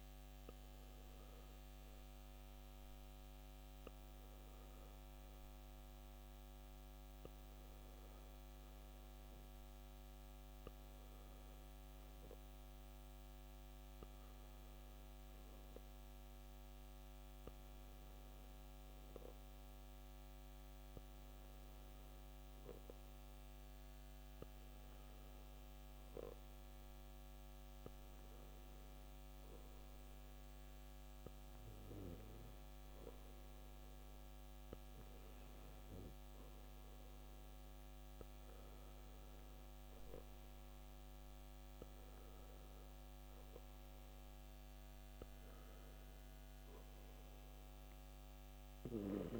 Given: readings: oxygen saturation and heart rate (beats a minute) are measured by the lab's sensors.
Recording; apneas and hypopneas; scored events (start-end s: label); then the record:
breathing in sleep, hard to hear, by a microphone on the trachea; 1
6.50-10.00 s: arousal
13.00-25.00 s: hypopnea (oxygen 96% before, 93% lowest, heart rate 66 before, 58 extreme, up 3 after)
26.50-30.50 s: arousal
From the record:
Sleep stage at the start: N2 (light sleep); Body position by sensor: on the back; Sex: male